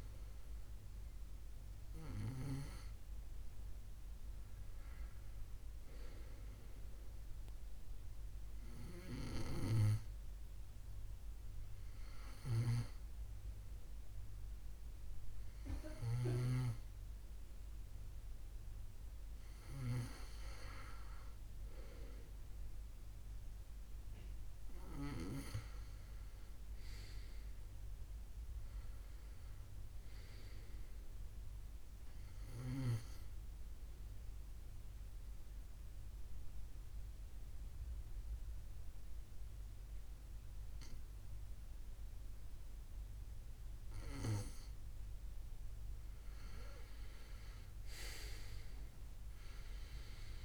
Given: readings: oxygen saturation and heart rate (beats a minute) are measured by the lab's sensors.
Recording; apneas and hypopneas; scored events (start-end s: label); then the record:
breathing in sleep by a room microphone; 2
7.50-20.00 s: obstructive apnea (oxygen 95% before, 91% lowest, heart rate 76 before, 71 extreme, up 4 after)
12.00-16.50 s: snoring (device-marked)
25.00-29.00 s: arousal
33.00-45.00 s: obstructive apnea (oxygen 94% before, 91% lowest, heart rate 73 before, 73 extreme, up 4 after)
49.00-50.45 s: arousal
From the record:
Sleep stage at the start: N2 (light sleep); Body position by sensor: on the back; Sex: male